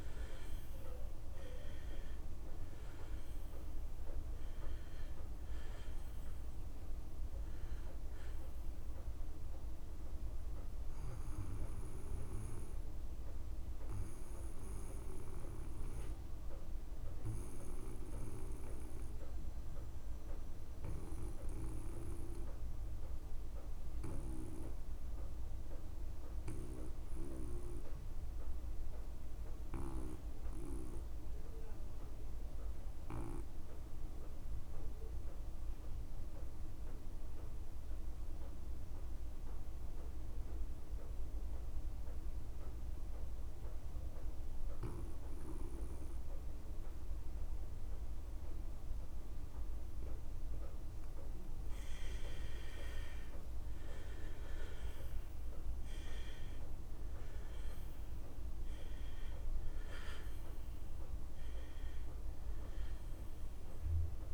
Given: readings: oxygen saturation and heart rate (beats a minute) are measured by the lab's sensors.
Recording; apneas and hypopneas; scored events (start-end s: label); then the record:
breathing in sleep by a room microphone; 1
0.00-31.50 s: oxygen desaturation (device-marked, oxygen 82% lowest)
12.50-52.00 s: obstructive apnea (oxygen 98% before, 78% lowest)
44.50-64.34 s: oxygen desaturation (device-marked, oxygen 98% before, 78% lowest)
53.50-57.00 s: arousal
From the record:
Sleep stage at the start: N2 (light sleep); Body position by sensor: on the back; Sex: male